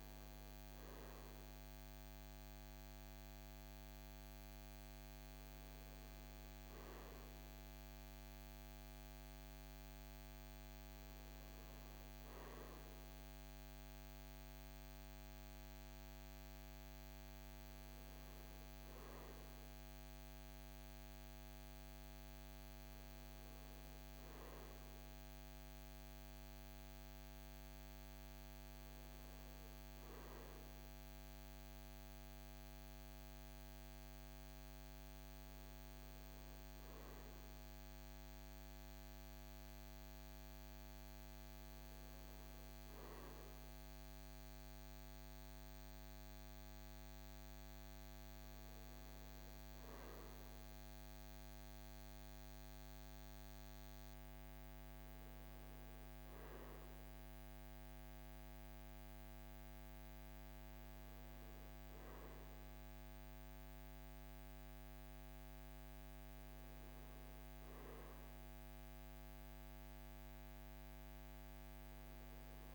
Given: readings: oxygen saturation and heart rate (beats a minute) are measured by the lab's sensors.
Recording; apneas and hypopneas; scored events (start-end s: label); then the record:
breathing in sleep, hard to hear, by a microphone on the trachea; none
none scored
From the record:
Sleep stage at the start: N2 (light sleep); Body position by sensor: on the right side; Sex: male